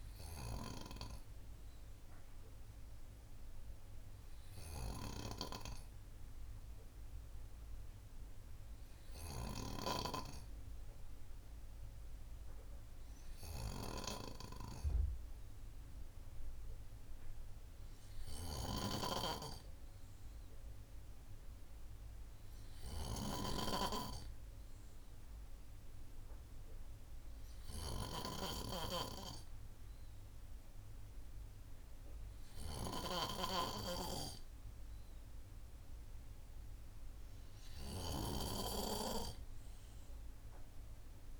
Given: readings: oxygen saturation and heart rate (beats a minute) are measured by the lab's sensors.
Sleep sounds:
breathing in sleep by a room microphone; none
none scored
From the record:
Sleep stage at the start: N2 (light sleep); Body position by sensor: on the right side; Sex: male

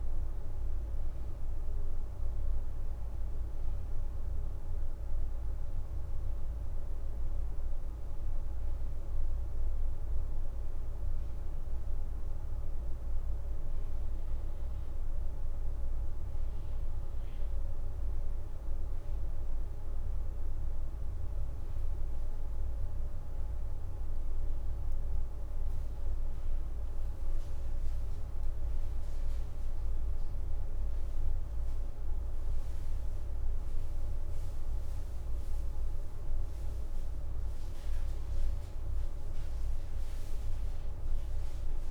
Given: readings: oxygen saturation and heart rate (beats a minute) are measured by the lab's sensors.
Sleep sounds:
a person awake in a sleep study, hard to hear, by a room microphone; none
13.50-16.00 s: leg movement (device-marked)
17.00-19.00 s: leg movement (device-marked)
From the record:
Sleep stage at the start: awake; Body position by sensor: on the right side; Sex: female

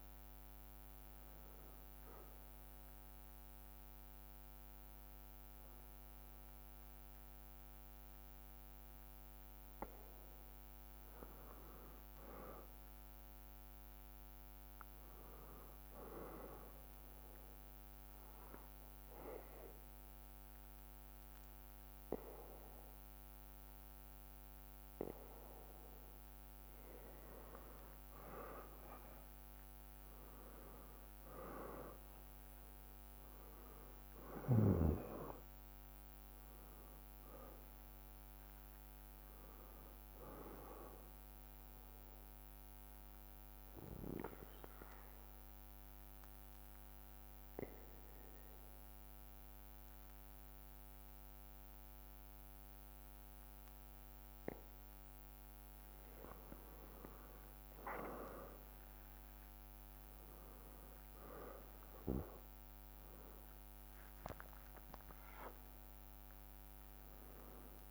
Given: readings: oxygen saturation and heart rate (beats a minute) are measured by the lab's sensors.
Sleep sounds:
breathing in sleep by a microphone on the trachea; 2
0.00-9.00 s: bradycardia (device-marked, heart rate 66 before, 57 extreme)
15.00-26.00 s: bradycardia (device-marked, heart rate 66 before, 54 extreme)
16.50-27.50 s: obstructive apnea (oxygen 96% before, 94% lowest, heart rate 59 before, 54 extreme, up 7 after)
25.00-67.91 s: new sleep stage, N2 (light sleep)
29.50-35.00 s: arousal
30.00-36.00 s: bradycardia (device-marked, heart rate 66 before, 58 extreme)
42.00-53.00 s: bradycardia (device-marked, heart rate 65 before, 56 extreme)
43.00-55.00 s: obstructive apnea (oxygen 95% before, 93% lowest, heart rate 59 before, 56 extreme, up 7 after)
56.50-61.50 s: arousal
From the record:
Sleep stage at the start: N1 (lightest sleep); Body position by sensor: on the back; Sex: male

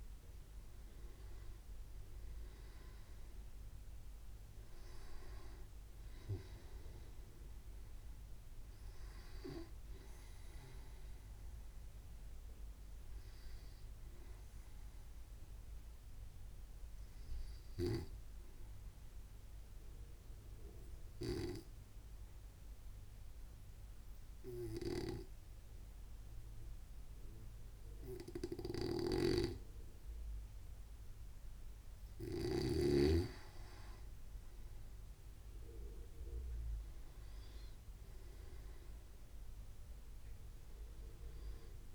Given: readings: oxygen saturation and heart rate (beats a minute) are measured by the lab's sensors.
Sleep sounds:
breathing in sleep by a room microphone; 1
15.50-32.50 s: obstructive apnea (oxygen 98% before, 94% lowest, heart rate 64 before, 64 extreme, up 0 after)
29.50-33.50 s: snoring (device-marked)
34.50-38.50 s: arousal
From the record:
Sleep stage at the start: N2 (light sleep); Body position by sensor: on the right side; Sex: male

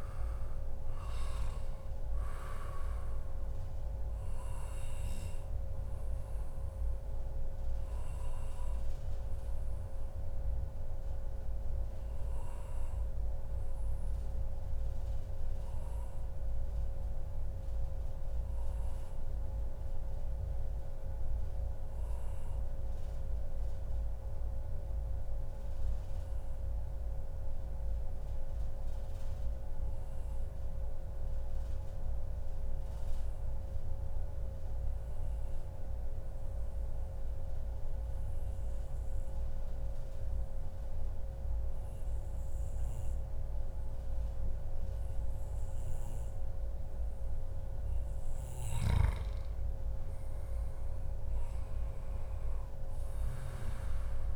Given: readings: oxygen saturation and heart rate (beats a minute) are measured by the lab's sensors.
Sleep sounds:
breathing in sleep, hard to hear, by a room microphone; 1
5.00-7.00 s: long interval between heartbeats (device-marked, heart rate 141 before, 133 extreme)
5.50-46.50 s: obstructive apnea (oxygen 97% before, 94% lowest, heart rate 141 before, 96 extreme, up 0 after)
7.50-9.50 s: long interval between heartbeats (device-marked, heart rate 139 before, 106 extreme)
48.50-52.00 s: arousal
50.50-54.36 s: oxygen desaturation (device-marked, oxygen 98% before, 94% lowest, heart rate 142 before, 113 extreme)
53.00-54.36 s: long interval between heartbeats (device-marked, heart rate 141 before, 131 extreme)
From the record:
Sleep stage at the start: N2 (light sleep); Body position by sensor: on the back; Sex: male

